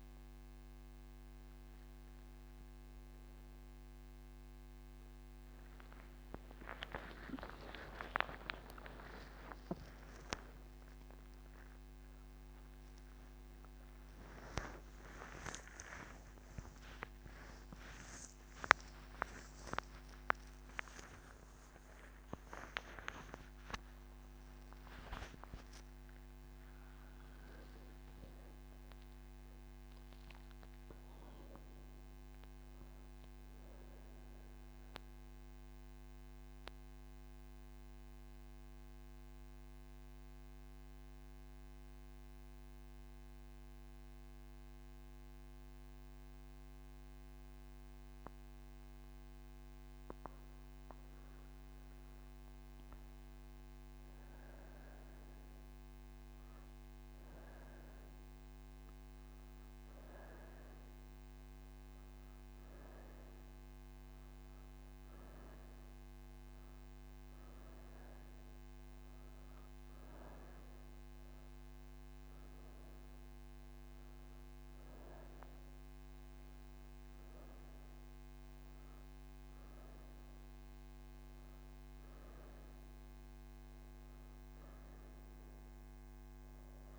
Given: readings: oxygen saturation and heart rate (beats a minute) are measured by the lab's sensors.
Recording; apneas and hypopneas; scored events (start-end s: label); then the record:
breathing in sleep by a microphone on the trachea; none
0.00-5.00 s: oxygen desaturation (device-marked, oxygen 91% lowest)
57.00-86.99 s: new sleep stage, N2 (light sleep)
61.00-86.99 s: oxygen desaturation (device-marked, oxygen 98% before, 90% lowest)
From the record:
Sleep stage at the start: N3 (deep sleep); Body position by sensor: on the right side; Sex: female